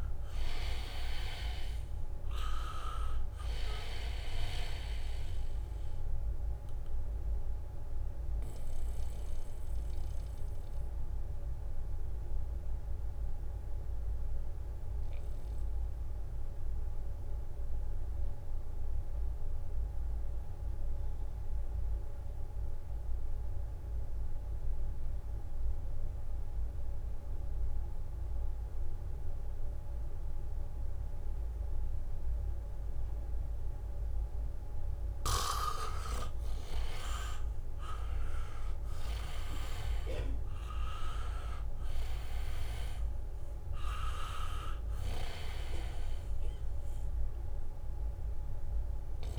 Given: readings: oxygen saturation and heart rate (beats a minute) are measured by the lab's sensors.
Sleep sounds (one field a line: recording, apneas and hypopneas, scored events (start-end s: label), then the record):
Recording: breathing in sleep by a room microphone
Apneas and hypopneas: 1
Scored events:
0.00-5.00 s: leg movement (device-marked)
0.00-20.50 s: oxygen desaturation (device-marked, oxygen 84% lowest, heart rate 65 extreme)
6.00-34.00 s: mixed apnea (oxygen 97% before, 82% lowest, heart rate 68 before, 65 extreme, up 1 after)
31.50-49.39 s: oxygen desaturation (device-marked, oxygen 99% before, 82% lowest, heart rate 69 before, 64 extreme)
36.00-40.00 s: arousal
From the record:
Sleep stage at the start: N2 (light sleep)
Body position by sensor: on the back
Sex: male